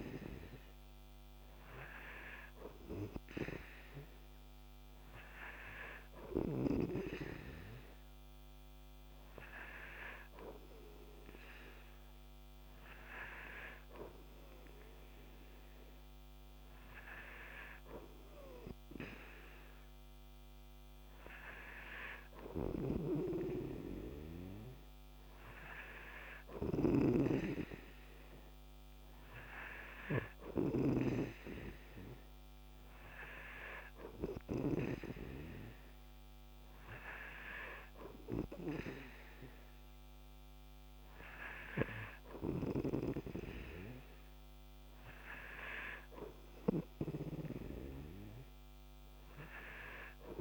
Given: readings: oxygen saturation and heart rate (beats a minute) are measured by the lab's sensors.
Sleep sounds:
breathing in sleep by a microphone on the trachea; none
23.00-31.50 s: snoring (device-marked)
From the record:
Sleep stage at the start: N3 (deep sleep); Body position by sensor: on the right side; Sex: male

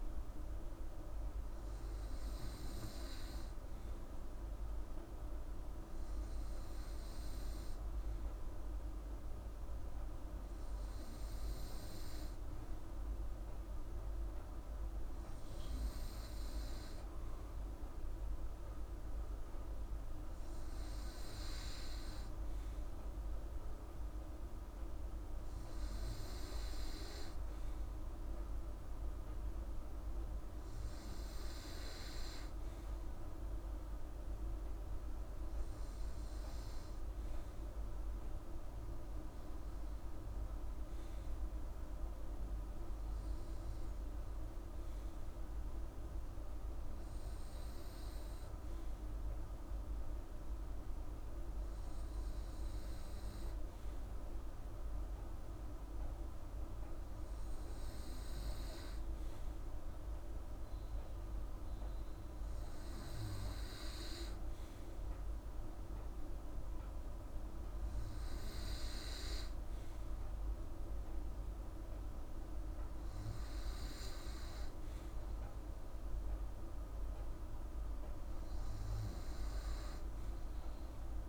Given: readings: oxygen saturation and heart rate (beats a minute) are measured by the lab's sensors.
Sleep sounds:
breathing in sleep, hard to hear, by a room microphone; none
none scored
From the record:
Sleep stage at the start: N2 (light sleep); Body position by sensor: on the right side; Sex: female

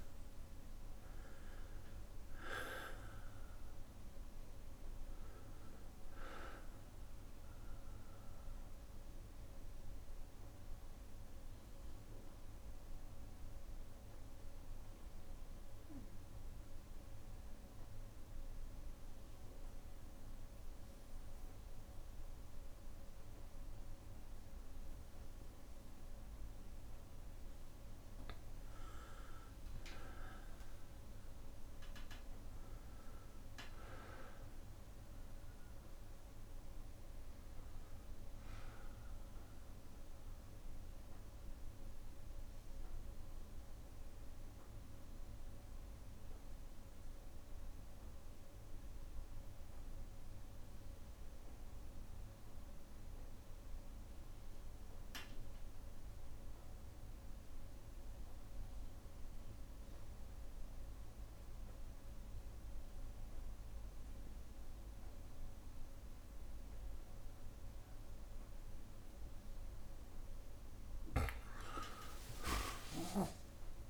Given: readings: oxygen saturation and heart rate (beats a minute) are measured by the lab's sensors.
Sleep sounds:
breathing in sleep by a room microphone; 2
0.00-1.50 s: arousal
0.00-19.00 s: oxygen desaturation (device-marked, oxygen 93% lowest, heart rate 60 extreme)
9.50-26.50 s: obstructive apnea (oxygen 99% before, 90% lowest, heart rate 63 before, 60 extreme, up 4 after)
28.50-32.50 s: arousal
42.50-69.00 s: obstructive apnea (oxygen 99% before, 90% lowest, heart rate 62 before, 59 extreme, up 4 after)
62.00-73.90 s: oxygen desaturation (device-marked, oxygen 99% before, 90% lowest, heart rate 60 before, 59 extreme)
71.50-73.90 s: arousal
From the record:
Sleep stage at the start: N2 (light sleep); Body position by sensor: on the back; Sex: male

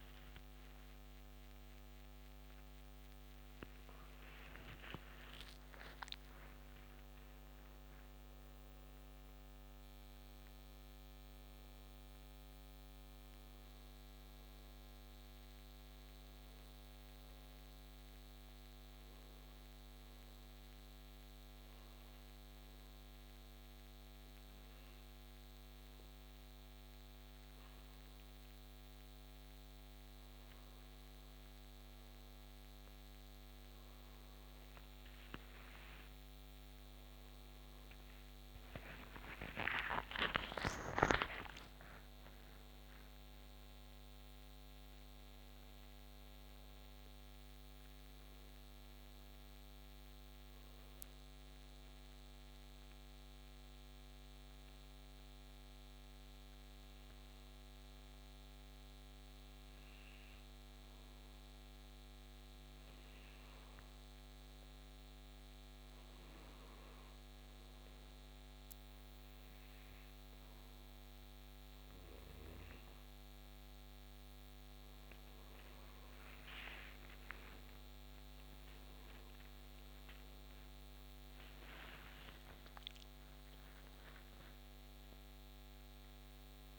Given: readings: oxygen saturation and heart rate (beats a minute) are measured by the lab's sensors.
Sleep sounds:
breathing in sleep by a microphone on the trachea; 2
0.00-2.50 s: arousal
0.00-4.50 s: oxygen desaturation (device-marked, oxygen 90% lowest, heart rate 67 extreme)
20.50-31.50 s: hypopnea (oxygen 95% before, 90% lowest, heart rate 80 before, 67 extreme, up 8 after)
33.50-47.50 s: oxygen desaturation (device-marked, oxygen 94% before, 90% lowest, heart rate 70 before, 68 extreme)
36.00-43.00 s: arousal
51.00-63.00 s: obstructive apnea (oxygen 94% before, 86% lowest, heart rate 79 before, 68 extreme, up 7 after)
66.50-83.50 s: oxygen desaturation (device-marked, oxygen 94% before, 90% lowest, heart rate 71 before, 68 extreme)
77.00-85.50 s: arousal
From the record:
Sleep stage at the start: N2 (light sleep); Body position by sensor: on the back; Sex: male

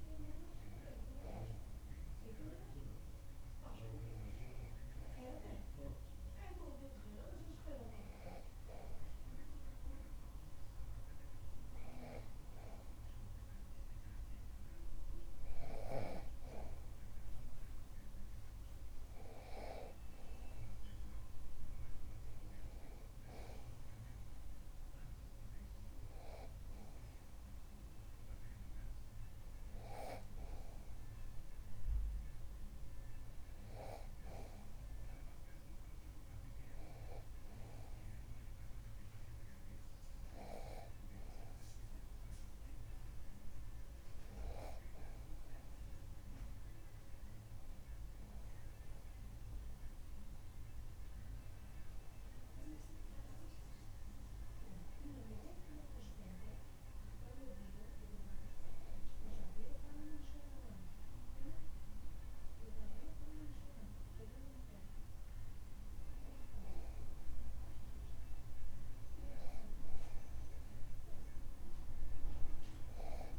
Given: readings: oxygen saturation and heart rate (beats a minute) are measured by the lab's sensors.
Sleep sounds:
breathing in sleep by a room microphone; none
none scored
From the record:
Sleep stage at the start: N2 (light sleep); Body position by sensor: on the back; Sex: male

